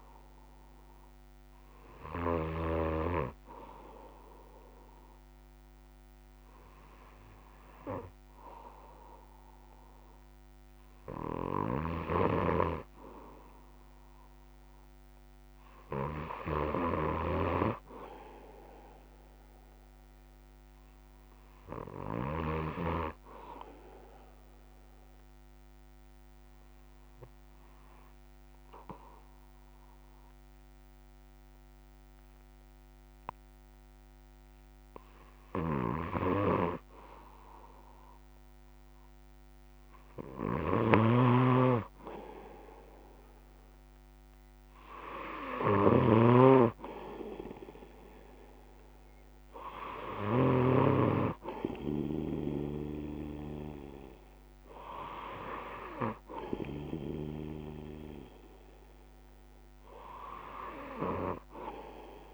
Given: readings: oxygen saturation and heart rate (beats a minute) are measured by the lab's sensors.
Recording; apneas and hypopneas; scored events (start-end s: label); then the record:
breathing in sleep by a microphone on the trachea; none
35.00-62.34 s: new sleep stage, N2 (light sleep)
41.00-46.50 s: snoring (device-marked)
From the record:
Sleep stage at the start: N1 (lightest sleep); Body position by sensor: on the back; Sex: male